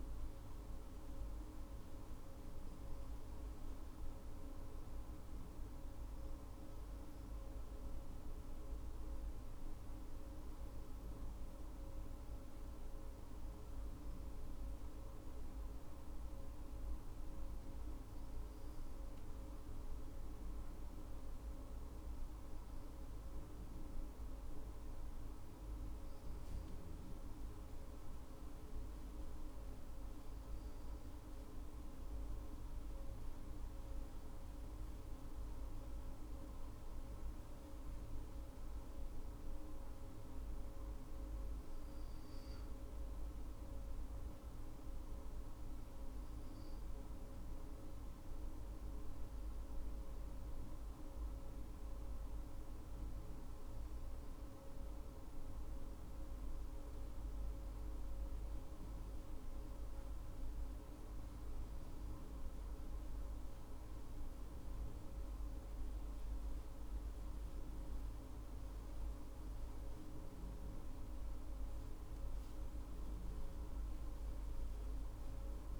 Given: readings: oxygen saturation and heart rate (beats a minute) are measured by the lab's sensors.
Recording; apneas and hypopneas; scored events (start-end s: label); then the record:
breathing in sleep, hard to hear, by a room microphone; 1
9.50-23.00 s: hypopnea (oxygen 98% before, 97% lowest, heart rate 58 before, 49 extreme, up 18 after)
23.00-27.00 s: arousal
From the record:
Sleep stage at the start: N2 (light sleep); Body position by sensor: on the right side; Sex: female